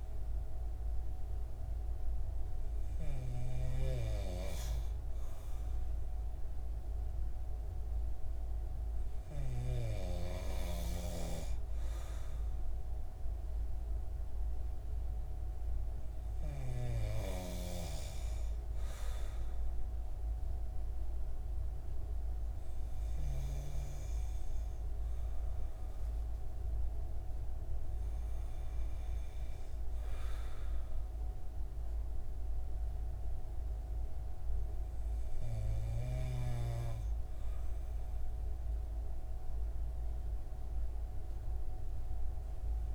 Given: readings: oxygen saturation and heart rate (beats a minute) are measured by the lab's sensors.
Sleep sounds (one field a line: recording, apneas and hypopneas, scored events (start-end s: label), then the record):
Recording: breathing in sleep by a room microphone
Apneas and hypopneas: none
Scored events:
none scored
From the record:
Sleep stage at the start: N3 (deep sleep)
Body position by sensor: on the right side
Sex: male